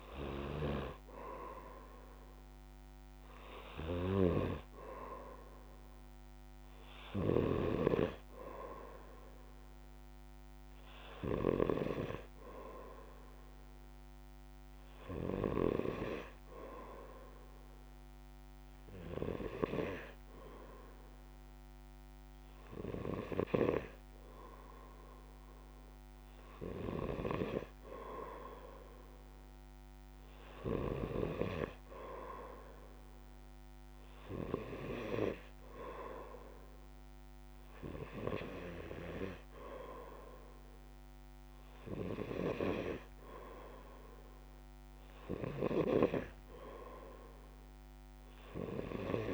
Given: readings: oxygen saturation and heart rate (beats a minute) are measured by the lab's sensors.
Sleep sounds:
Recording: breathing in sleep by a microphone on the trachea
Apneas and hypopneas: 1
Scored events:
10.50-13.00 s: arousal
15.50-26.50 s: hypopnea (oxygen 96% before, 93% lowest, heart rate 62 before, 61 extreme, up 2 after)
29.00-33.00 s: arousal
From the record:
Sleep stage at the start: N2 (light sleep)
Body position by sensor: on the back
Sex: male

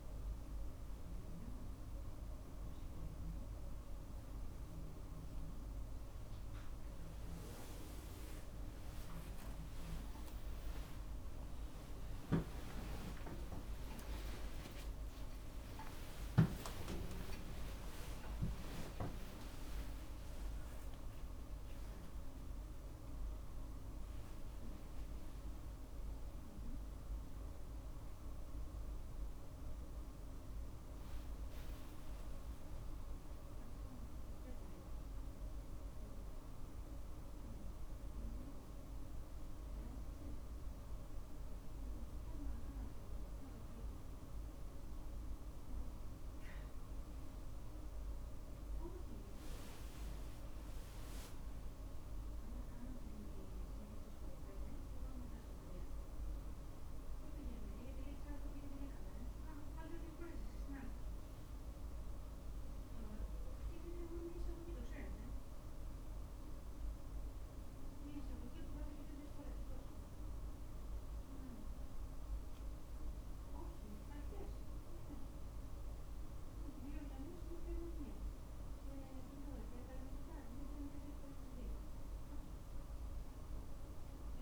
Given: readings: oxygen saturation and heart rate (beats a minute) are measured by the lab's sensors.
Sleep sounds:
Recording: a person awake in a sleep study, by a room microphone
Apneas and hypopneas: none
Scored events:
7.50-21.50 s: tachycardia (device-marked, heart rate 47 before, 179 extreme)
9.50-11.50 s: long interval between heartbeats (device-marked, heart rate 47 before, 67 extreme)
12.50-14.50 s: long interval between heartbeats (device-marked, heart rate 55 before, 126 extreme)
16.50 s: drop in pulse transit time (device-marked)
16.50-18.50 s: long interval between heartbeats (device-marked, heart rate 74 before, 164 extreme)
19.50-21.50 s: long interval between heartbeats (device-marked, heart rate 91 before, 162 extreme)
24.50-26.50 s: long interval between heartbeats (device-marked, heart rate 116 before, 79 extreme)
26.50-28.50 s: long interval between heartbeats (device-marked, heart rate 120 before, 69 extreme)
32.00-34.00 s: long interval between heartbeats (device-marked, heart rate 122 before, 88 extreme)
34.00-36.00 s: long interval between heartbeats (device-marked, heart rate 119 before, 97 extreme)
From the record:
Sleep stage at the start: awake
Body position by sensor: on the back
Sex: male

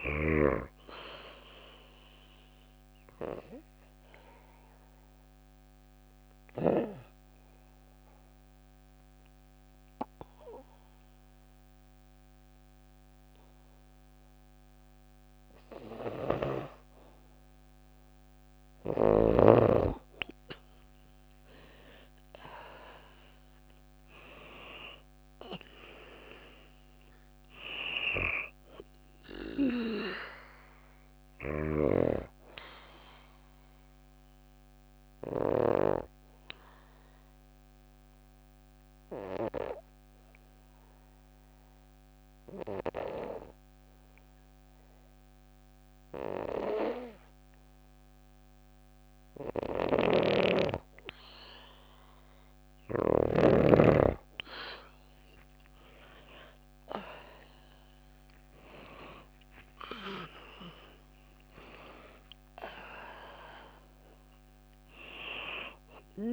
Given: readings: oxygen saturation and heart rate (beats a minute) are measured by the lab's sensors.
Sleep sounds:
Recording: breathing in sleep by a microphone on the trachea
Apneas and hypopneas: 2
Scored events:
1.00-17.00 s: oxygen desaturation (device-marked, oxygen 98% before, 93% lowest, heart rate 56 before, 53 extreme)
1.50-14.50 s: obstructive apnea (oxygen 98% before, 93% lowest, heart rate 56 before, 53 extreme, up 3 after)
21.00-25.00 s: arousal
26.00-45.00 s: oxygen desaturation (device-marked, oxygen 97% before, 94% lowest, heart rate 56 before, 53 extreme)
33.00-49.50 s: obstructive apnea (oxygen 97% before, 93% lowest, heart rate 57 before, 53 extreme, up 4 after)
49.00-52.50 s: snoring (device-marked)
54.50-60.00 s: arousal
58.00-66.33 s: oxygen desaturation (device-marked, oxygen 97% before, 93% lowest, heart rate 55 before, 53 extreme)
From the record:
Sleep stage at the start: N2 (light sleep)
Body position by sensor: on the back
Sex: female

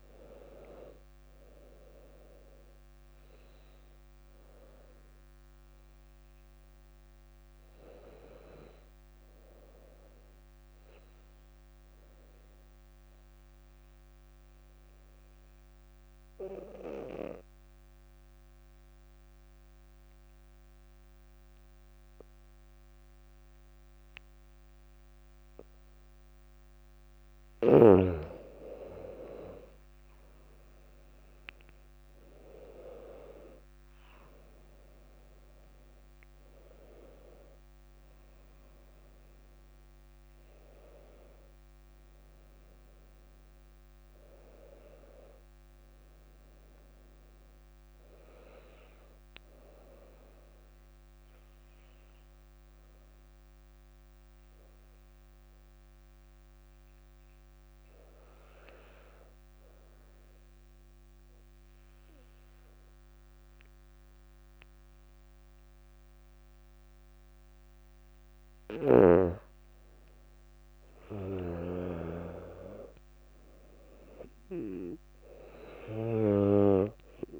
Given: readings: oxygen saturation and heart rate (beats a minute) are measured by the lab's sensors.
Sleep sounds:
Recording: breathing in sleep by a microphone on the trachea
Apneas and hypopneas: 2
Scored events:
0.00-18.50 s: oxygen desaturation (device-marked, oxygen 94% lowest, heart rate 55 extreme)
14.50-27.50 s: obstructive apnea (oxygen 100% before, 93% lowest, heart rate 58 before, 57 extreme, up 6 after)
30.00-36.00 s: arousal
32.50-54.50 s: oxygen desaturation (device-marked, oxygen 99% before, 94% lowest, heart rate 57 before, 57 extreme)
53.00-69.00 s: mixed apnea (oxygen 99% before, 93% lowest, heart rate 61 before, 57 extreme, up 3 after)
68.50-72.00 s: snoring (device-marked)
71.50-75.00 s: arousal
71.50-77.40 s: oxygen desaturation (device-marked, oxygen 99% before, 93% lowest, heart rate 58 before, 58 extreme)
From the record:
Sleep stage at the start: N2 (light sleep)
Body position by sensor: on the back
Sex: female

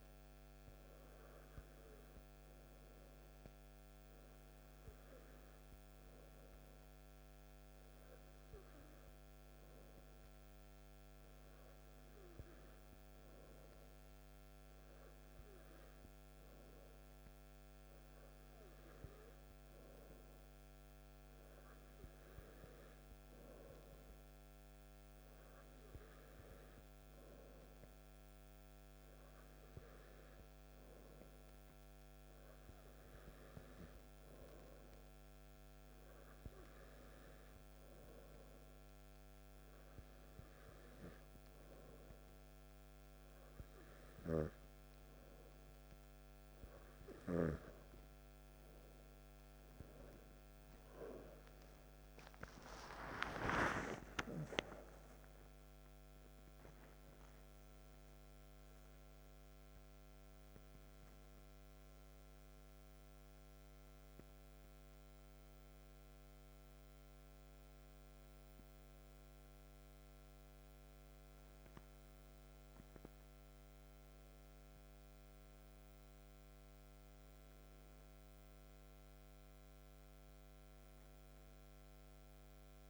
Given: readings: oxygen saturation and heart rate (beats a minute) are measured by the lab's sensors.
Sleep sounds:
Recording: breathing in sleep, hard to hear, by a microphone on the trachea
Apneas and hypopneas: none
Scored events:
58.00-82.89 s: new sleep stage, N1 (lightest sleep)
From the record:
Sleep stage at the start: N2 (light sleep)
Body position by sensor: on the back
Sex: male

